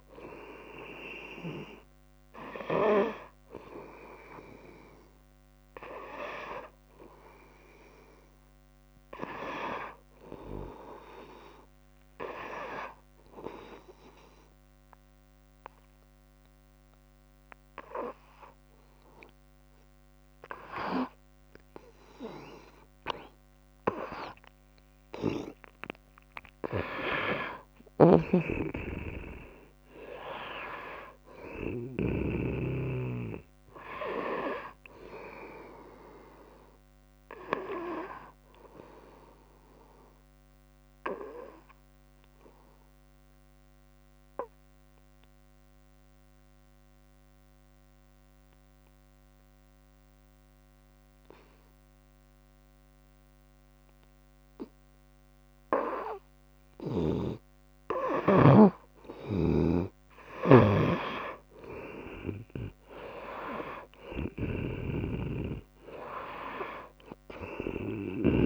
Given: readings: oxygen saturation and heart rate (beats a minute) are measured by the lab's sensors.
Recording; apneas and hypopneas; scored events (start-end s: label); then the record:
breathing in sleep by a microphone on the trachea; 2
0.00-11.00 s: oxygen desaturation (device-marked, oxygen 88% lowest, heart rate 71 extreme)
12.00-24.00 s: hypopnea (oxygen 95% before, 91% lowest, heart rate 73 before, 67 extreme, up 4 after)
26.00-30.50 s: arousal
28.00-32.50 s: snoring (device-marked)
40.50-55.50 s: obstructive apnea (oxygen 97% before, 91% lowest, heart rate 72 before, 61 extreme, up 6 after)
59.50-68.46 s: snoring (device-marked)
61.00-68.46 s: oxygen desaturation (device-marked, oxygen 97% before, 91% lowest, heart rate 68 before, 61 extreme)
63.50-68.46 s: arousal
From the record:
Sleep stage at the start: N2 (light sleep); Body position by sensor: on the right side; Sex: female